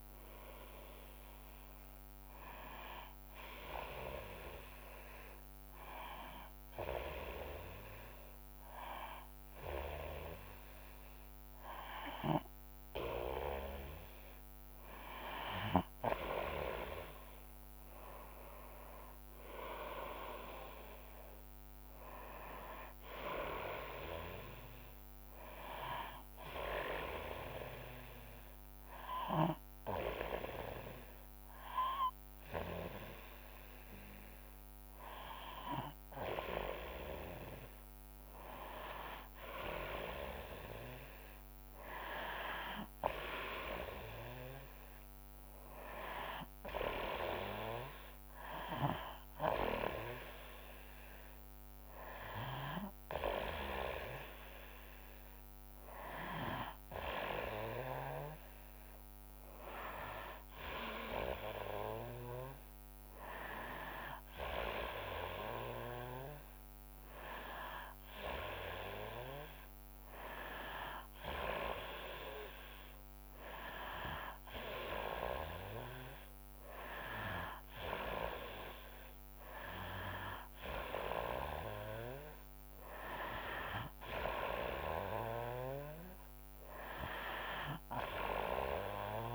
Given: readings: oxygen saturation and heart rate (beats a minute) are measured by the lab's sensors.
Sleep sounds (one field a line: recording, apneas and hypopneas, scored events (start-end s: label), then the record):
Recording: breathing in sleep by a microphone on the trachea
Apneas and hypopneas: 2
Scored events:
0.00-3.50 s: drop in pulse transit time (device-marked, heart rate 75 extreme)
4.00-14.50 s: hypopnea (oxygen 96% before, 91% lowest, heart rate 94 before, 66 extreme, up 37 after)
12.50-15.50 s: tachycardia (device-marked, heart rate 82 before, 96 extreme)
18.00-22.00 s: arousal
18.50-28.50 s: drop in pulse transit time (device-marked, heart rate 85 before, 70 extreme)
23.50-37.50 s: oxygen desaturation (device-marked, oxygen 96% before, 91% lowest, heart rate 84 before, 66 extreme)
26.50-36.50 s: hypopnea (oxygen 96% before, 91% lowest, heart rate 84 before, 66 extreme, up 6 after)
40.00-44.00 s: arousal
41.50-54.50 s: drop in pulse transit time (device-marked, heart rate 70 before, 71 extreme)
From the record:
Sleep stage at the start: N2 (light sleep)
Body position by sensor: on the back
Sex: female